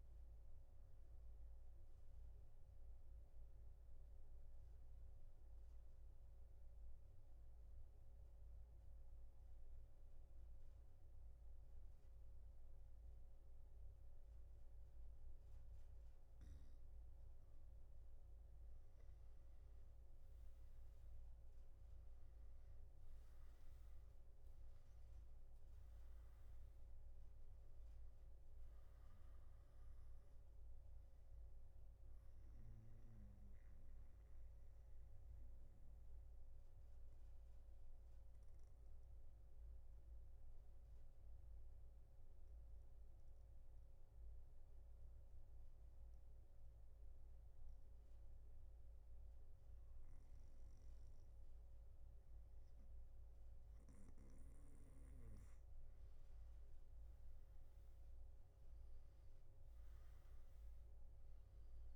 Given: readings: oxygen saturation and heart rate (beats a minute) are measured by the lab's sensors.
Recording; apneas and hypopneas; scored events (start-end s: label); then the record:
breathing in sleep, hard to hear, by a room microphone; 2
1.50-17.50 s: central apnea (oxygen 97% before, 92% lowest, heart rate 138 before, 108 extreme, up 14 after)
32.50-53.50 s: mixed apnea (oxygen 97% before, 92% lowest, heart rate 118 before, 117 extreme, up 7 after)
From the record:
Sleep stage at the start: N2 (light sleep); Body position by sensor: on the back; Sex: male